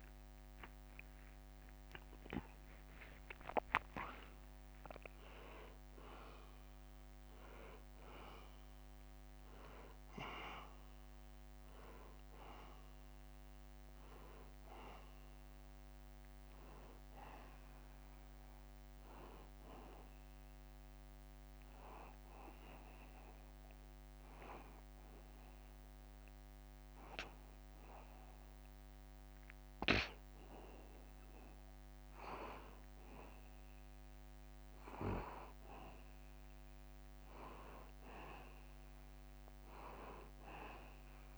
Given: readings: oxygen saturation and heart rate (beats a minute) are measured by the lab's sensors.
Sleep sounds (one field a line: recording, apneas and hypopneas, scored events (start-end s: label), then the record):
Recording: breathing in sleep by a microphone on the trachea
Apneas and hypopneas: 1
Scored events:
0.00-3.00 s: arousal
1.00-12.00 s: oxygen desaturation (device-marked, oxygen 93% before, 89% lowest, heart rate 80 before, 79 extreme)
21.50-33.00 s: hypopnea (oxygen 93% before, 89% lowest, heart rate 85 before, 78 extreme, up 0 after)
36.50-41.38 s: arousal
From the record:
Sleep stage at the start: N2 (light sleep)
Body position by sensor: on the back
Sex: male